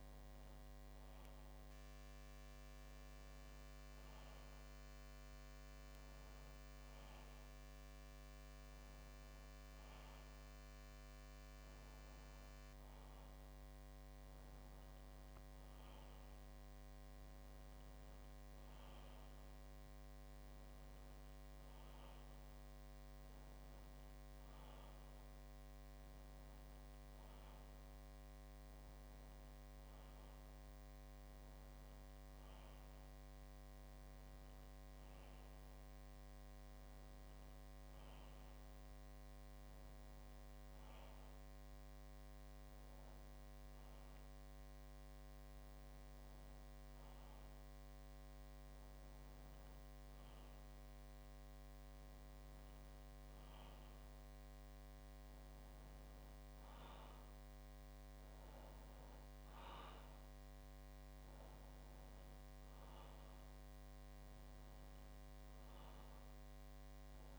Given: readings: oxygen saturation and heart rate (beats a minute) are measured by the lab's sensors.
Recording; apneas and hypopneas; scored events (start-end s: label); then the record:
breathing in sleep, hard to hear, by a microphone on the trachea; none
none scored
From the record:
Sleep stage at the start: N2 (light sleep); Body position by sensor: on the back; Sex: male